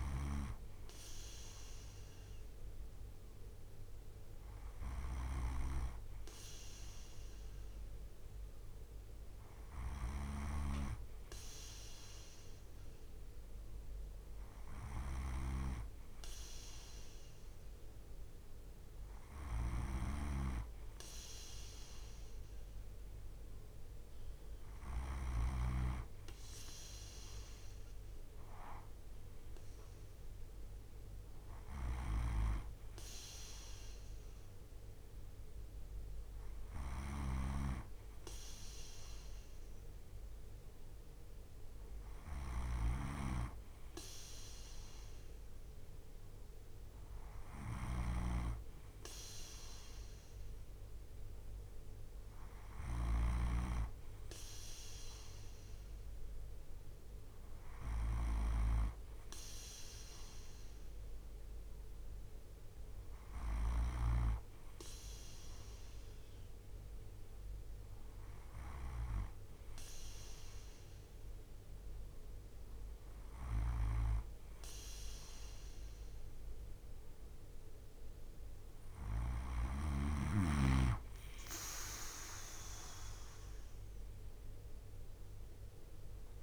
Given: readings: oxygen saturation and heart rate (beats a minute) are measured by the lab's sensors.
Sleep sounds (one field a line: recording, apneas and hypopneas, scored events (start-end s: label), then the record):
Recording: breathing in sleep by a room microphone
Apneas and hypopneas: none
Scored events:
0.00-25.00 s: snoring (device-marked)
31.00-52.50 s: snoring (device-marked)
63.00-68.50 s: snoring (device-marked)
82.50-86.42 s: drop in pulse transit time (device-marked, heart rate 65 before, 62 extreme)
From the record:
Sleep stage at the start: N2 (light sleep)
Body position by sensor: on the right side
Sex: male